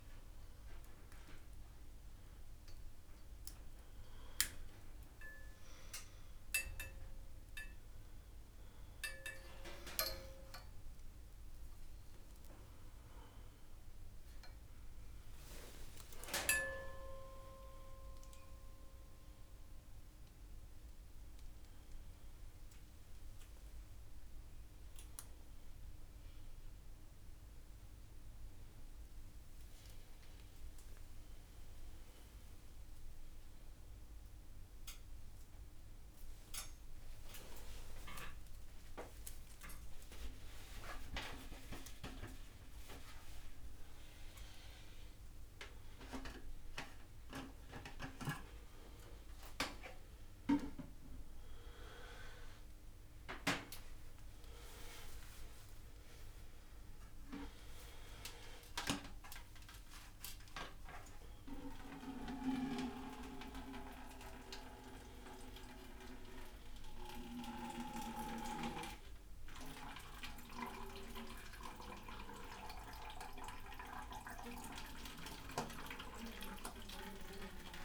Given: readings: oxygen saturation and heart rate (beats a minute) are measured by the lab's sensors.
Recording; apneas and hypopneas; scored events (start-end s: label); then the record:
a person awake in a sleep study, by a room microphone; none
34.00-44.00 s: tachycardia (device-marked, heart rate 64 before, 173 extreme)
44.00-53.00 s: oxygen desaturation (device-marked, oxygen 98% before, 95% lowest, heart rate 94 before, 74 extreme)
51.00-57.00 s: tachycardia (device-marked, heart rate 66 before, 108 extreme)
From the record:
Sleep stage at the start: awake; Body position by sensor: upright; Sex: male